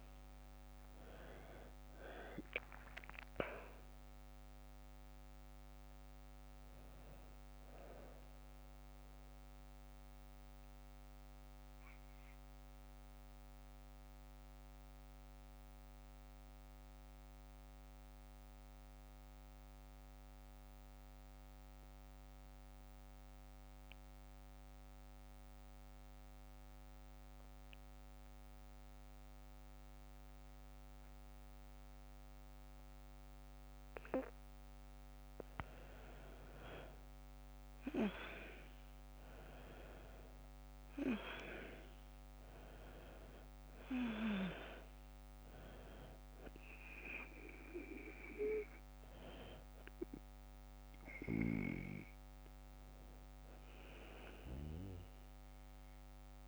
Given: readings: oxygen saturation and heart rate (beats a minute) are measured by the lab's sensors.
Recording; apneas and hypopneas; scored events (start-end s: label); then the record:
breathing in sleep by a microphone on the trachea; 1
0.00-20.00 s: oxygen desaturation (device-marked, oxygen 87% lowest, heart rate 46 extreme)
9.00-33.00 s: mixed apnea (oxygen 98% before, 87% lowest, heart rate 59 before, 46 extreme, up 10 after)
35.50-39.50 s: arousal
38.00-56.48 s: oxygen desaturation (device-marked, oxygen 100% before, 89% lowest, heart rate 52 before, 52 extreme)
From the record:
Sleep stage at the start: N2 (light sleep); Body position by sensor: on the back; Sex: female